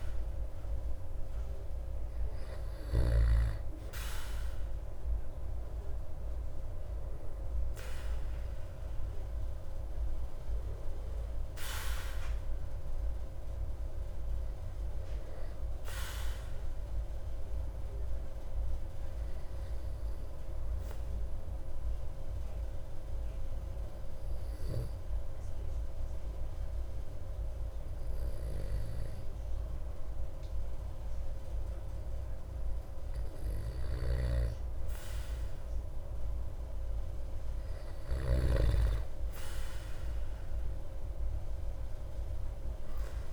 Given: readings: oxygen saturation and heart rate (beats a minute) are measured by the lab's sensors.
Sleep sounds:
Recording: breathing in sleep by a room microphone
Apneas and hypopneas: 1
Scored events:
0.00-3.00 s: snoring (device-marked)
17.00-34.50 s: obstructive apnea (oxygen 98% before, 95% lowest)
40.50-43.33 s: arousal
From the record:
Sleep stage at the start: N2 (light sleep)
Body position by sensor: on the back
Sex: male

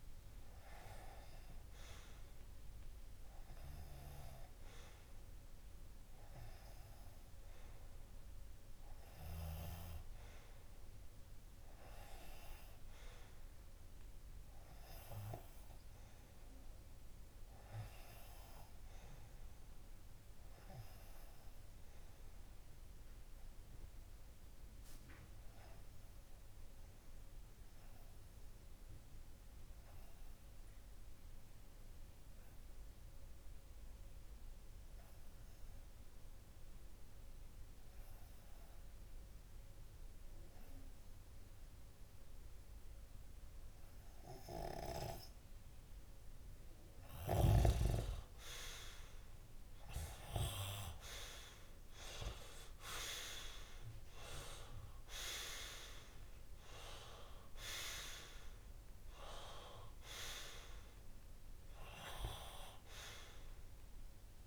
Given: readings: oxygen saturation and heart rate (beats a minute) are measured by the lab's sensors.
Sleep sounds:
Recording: breathing in sleep by a room microphone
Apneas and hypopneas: 1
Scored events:
0.00-1.50 s: arousal
23.50-46.00 s: obstructive apnea (oxygen 95% before, 92% lowest)
49.00-52.00 s: arousal
52.50-64.46 s: oxygen desaturation (device-marked, oxygen 96% before, 92% lowest)
From the record:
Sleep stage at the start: REM sleep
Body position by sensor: on the left side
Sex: male

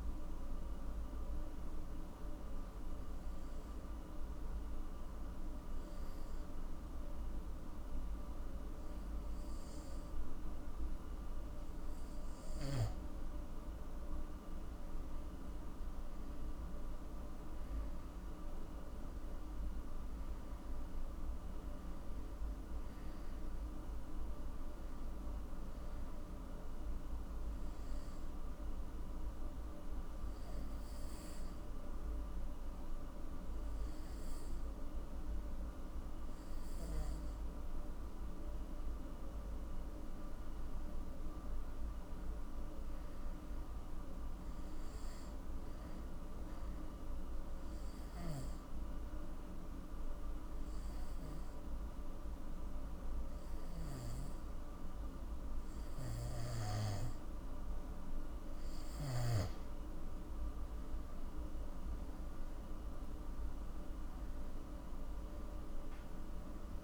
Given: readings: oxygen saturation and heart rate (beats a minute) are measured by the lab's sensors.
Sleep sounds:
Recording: breathing in sleep, hard to hear, by a room microphone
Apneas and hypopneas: 3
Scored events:
0.00-5.50 s: oxygen desaturation (device-marked, oxygen 91% lowest, heart rate 49 extreme)
2.00-12.50 s: obstructive apnea (oxygen 96% before, 91% lowest, heart rate 58 before, 49 extreme, up 15 after)
14.00-18.00 s: arousal
17.50-39.50 s: oxygen desaturation (device-marked, oxygen 97% before, 92% lowest, heart rate 56 before, 49 extreme)
27.00-37.50 s: obstructive apnea (oxygen 97% before, 92% lowest, heart rate 60 before, 52 extreme, up 18 after)
39.50-43.50 s: arousal
47.00-58.00 s: obstructive apnea (oxygen 97% before, 92% lowest, heart rate 58 before, 54 extreme, up 20 after)
61.50-65.50 s: arousal
From the record:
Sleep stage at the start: N2 (light sleep)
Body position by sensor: on the back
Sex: male

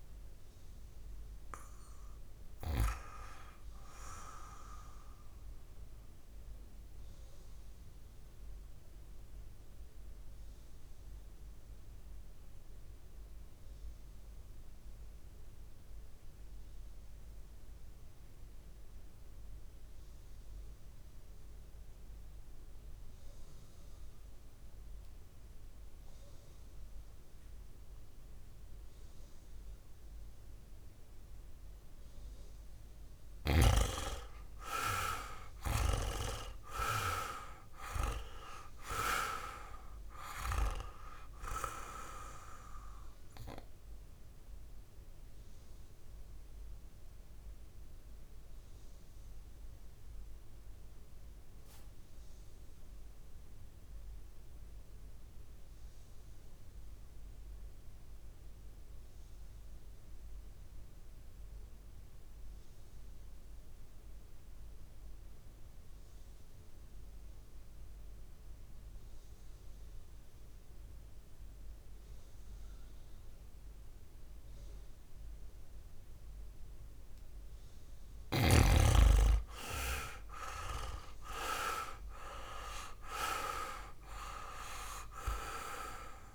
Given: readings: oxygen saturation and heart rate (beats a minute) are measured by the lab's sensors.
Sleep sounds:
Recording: breathing in sleep by a room microphone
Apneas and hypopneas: 2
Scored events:
0.00-15.50 s: oxygen desaturation (device-marked, oxygen 90% lowest, heart rate 58 extreme)
6.00-32.00 s: obstructive apnea (oxygen 99% before, 88% lowest, heart rate 63 before, 58 extreme, up 18 after)
30.50-59.50 s: oxygen desaturation (device-marked, oxygen 99% before, 88% lowest, heart rate 60 before, 58 extreme)
34.50-39.00 s: arousal
45.00-77.00 s: obstructive apnea (oxygen 99% before, 88% lowest, heart rate 68 before, 55 extreme, up 8 after)
71.50-86.35 s: oxygen desaturation (device-marked, oxygen 99% before, 88% lowest, heart rate 60 before, 54 extreme)
79.50-83.50 s: arousal
From the record:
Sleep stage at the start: N2 (light sleep)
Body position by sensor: on the back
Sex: male

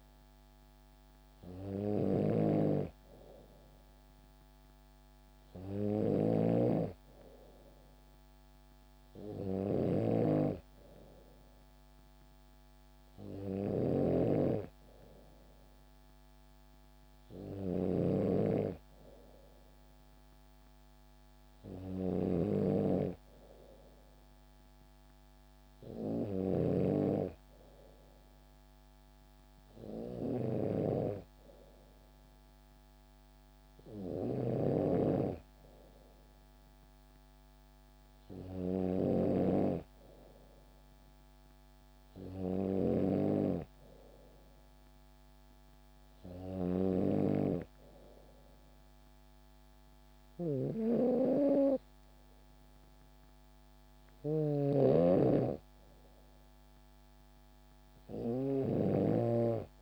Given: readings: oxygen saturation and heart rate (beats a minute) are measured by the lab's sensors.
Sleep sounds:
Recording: breathing in sleep by a microphone on the trachea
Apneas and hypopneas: none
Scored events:
0.00-39.00 s: snoring (device-marked)
24.50-26.50 s: bradycardia (device-marked, heart rate 68 before, 67 extreme)
53.50-58.00 s: snoring (device-marked)
From the record:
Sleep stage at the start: N2 (light sleep)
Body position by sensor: on the back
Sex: female

